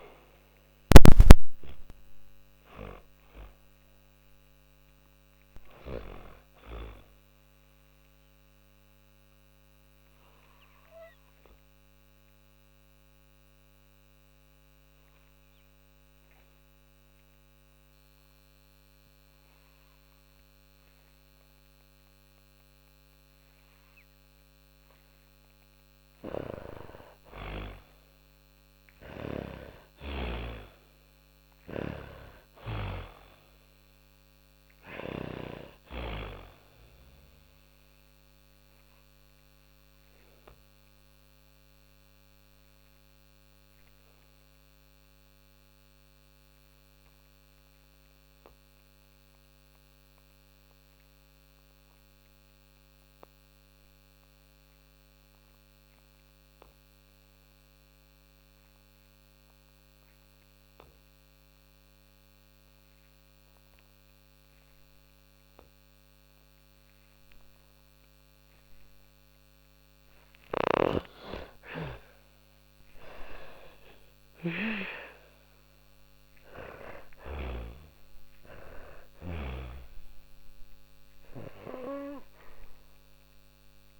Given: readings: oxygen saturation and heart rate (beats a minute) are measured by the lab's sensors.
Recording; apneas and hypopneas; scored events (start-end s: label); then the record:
breathing in sleep by a microphone on the trachea; 2
0.00-10.50 s: oxygen desaturation (device-marked, oxygen 74% lowest, heart rate 56 extreme)
7.50-24.50 s: obstructive apnea (oxygen 88% before, 89% lowest, heart rate 93 before, 35 extreme, up 24 after)
26.00-30.00 s: arousal
27.50-45.50 s: oxygen desaturation (device-marked, oxygen 98% before, 89% lowest, heart rate 68 before, 35 extreme)
39.00-65.50 s: obstructive apnea (oxygen 99% before, 86% lowest, heart rate 66 before, 44 extreme)
61.50-84.00 s: oxygen desaturation (device-marked, oxygen 98% before, 86% lowest, heart rate 54 before, 38 extreme)
68.50-76.00 s: snoring (device-marked)
70.00-74.50 s: arousal
From the record:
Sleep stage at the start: N2 (light sleep); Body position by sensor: on the back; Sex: female